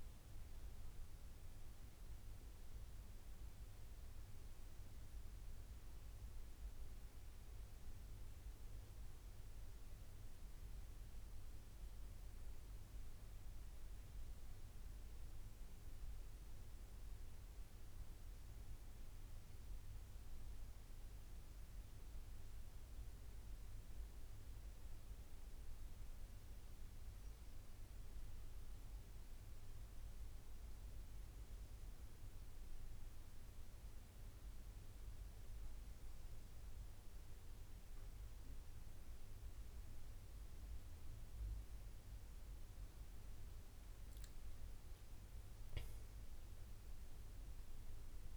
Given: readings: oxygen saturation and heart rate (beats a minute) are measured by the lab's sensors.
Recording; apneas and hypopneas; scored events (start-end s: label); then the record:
breathing in sleep, hard to hear, by a room microphone; 1
0.00-20.50 s: oxygen desaturation (device-marked, oxygen 91% lowest, heart rate 76 extreme)
7.50-11.50 s: arousal
14.50-30.00 s: mixed apnea (oxygen 96% before, 90% lowest, heart rate 82 before, 76 extreme, up 10 after)
34.50-38.50 s: arousal
34.50-48.37 s: oxygen desaturation (device-marked, oxygen 94% before, 90% lowest, heart rate 79 before, 79 extreme)
From the record:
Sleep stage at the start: N2 (light sleep); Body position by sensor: on the back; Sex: male